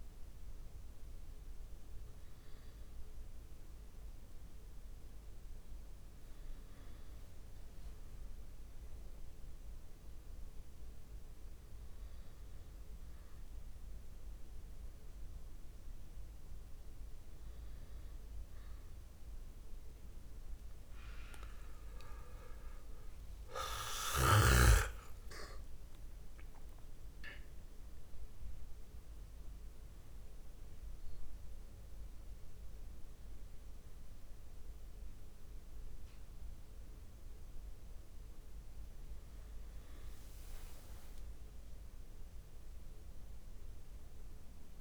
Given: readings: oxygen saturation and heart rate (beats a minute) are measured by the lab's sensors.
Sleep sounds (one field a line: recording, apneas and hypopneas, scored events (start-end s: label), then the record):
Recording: a person awake in a sleep study, by a room microphone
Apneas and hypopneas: none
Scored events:
none scored
From the record:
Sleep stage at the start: awake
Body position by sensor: on the back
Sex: male